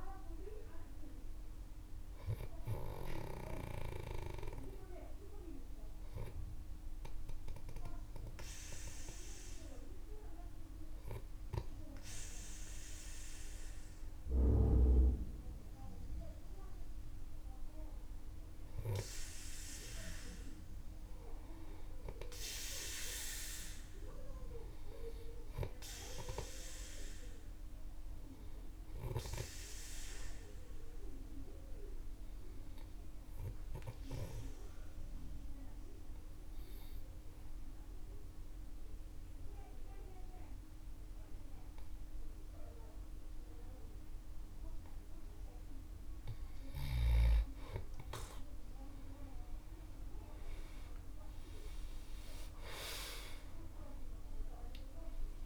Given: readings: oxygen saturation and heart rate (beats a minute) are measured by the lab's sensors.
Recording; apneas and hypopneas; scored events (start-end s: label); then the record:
breathing in sleep by a room microphone; 2
4.00-16.00 s: hypopnea (oxygen 97% before, 93% lowest, heart rate 56 before, 50 extreme, up 6 after)
17.50-20.50 s: arousal
17.50-24.50 s: oxygen desaturation (device-marked, oxygen 97% before, 93% lowest, heart rate 54 before, 51 extreme)
30.00-45.50 s: obstructive apnea (oxygen 97% before, 93% lowest, heart rate 53 before, 51 extreme, up 30 after)
53.50-55.46 s: new sleep stage, awake
From the record:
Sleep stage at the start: N2 (light sleep); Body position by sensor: on the back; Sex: male